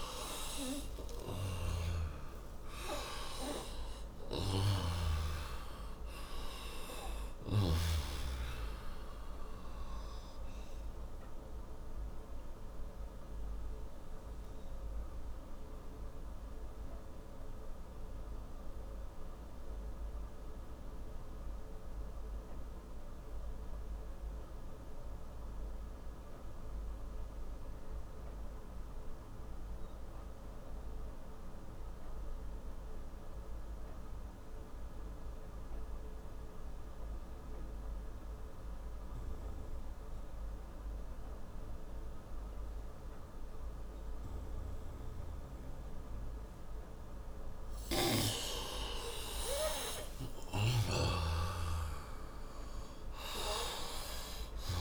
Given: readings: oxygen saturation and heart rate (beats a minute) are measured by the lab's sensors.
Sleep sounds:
breathing in sleep by a room microphone; 1
0.00-4.00 s: arousal
1.00-5.00 s: snoring (device-marked)
9.00-32.00 s: oxygen desaturation (device-marked, oxygen 95% before, 88% lowest, heart rate 72 before, 55 extreme)
13.00-43.50 s: obstructive apnea (oxygen 98% before, 88% lowest, heart rate 76 before, 55 extreme, up 17 after)
47.00-50.50 s: arousal
47.50-54.50 s: snoring (device-marked)
From the record:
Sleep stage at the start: N2 (light sleep); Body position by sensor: on the right side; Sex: male

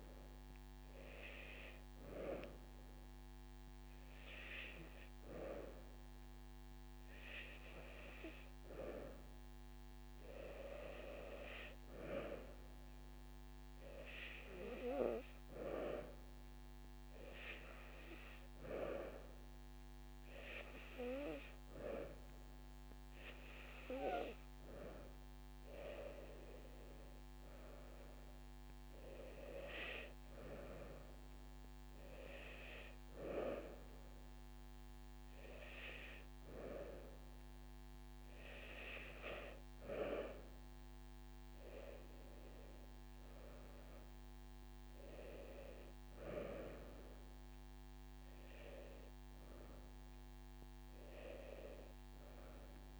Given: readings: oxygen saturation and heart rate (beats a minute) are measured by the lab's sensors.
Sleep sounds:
breathing in sleep by a microphone on the trachea; none
0.00-1.00 s: long interval between heartbeats (device-marked, heart rate 53 extreme)
0.00-16.50 s: drop in pulse transit time (device-marked)
3.00-5.00 s: long interval between heartbeats (device-marked, heart rate 49 before, 42 extreme)
7.00-9.00 s: long interval between heartbeats (device-marked, heart rate 46 before, 40 extreme)
24.00-26.00 s: long interval between heartbeats (device-marked, heart rate 31 before, 54 extreme)
26.50-28.50 s: long interval between heartbeats (device-marked, heart rate 34 before, 64 extreme)
28.50-38.50 s: drop in pulse transit time (device-marked, heart rate 36 before, 36 extreme)
29.00-31.00 s: long interval between heartbeats (device-marked, heart rate 36 before, 64 extreme)
33.00-35.00 s: long interval between heartbeats (device-marked, heart rate 40 before, 36 extreme)
46.50-53.00 s: drop in pulse transit time (device-marked)
From the record:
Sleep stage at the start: N2 (light sleep); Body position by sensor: on the back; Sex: female

